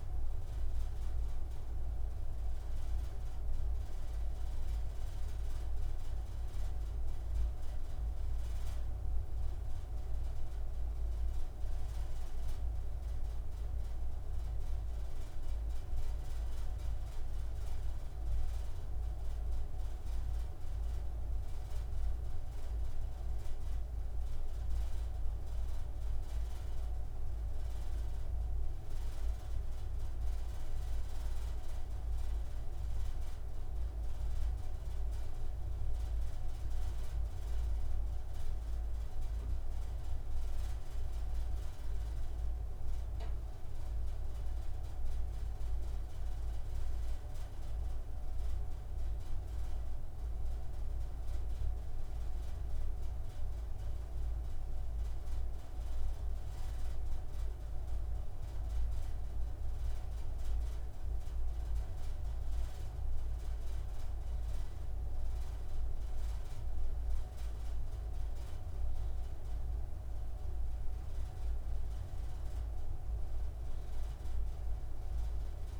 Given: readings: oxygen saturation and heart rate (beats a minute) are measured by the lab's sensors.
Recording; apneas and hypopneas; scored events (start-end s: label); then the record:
breathing in sleep, hard to hear, by a room microphone; none
none scored
From the record:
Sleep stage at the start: N2 (light sleep); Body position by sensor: on the right side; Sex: male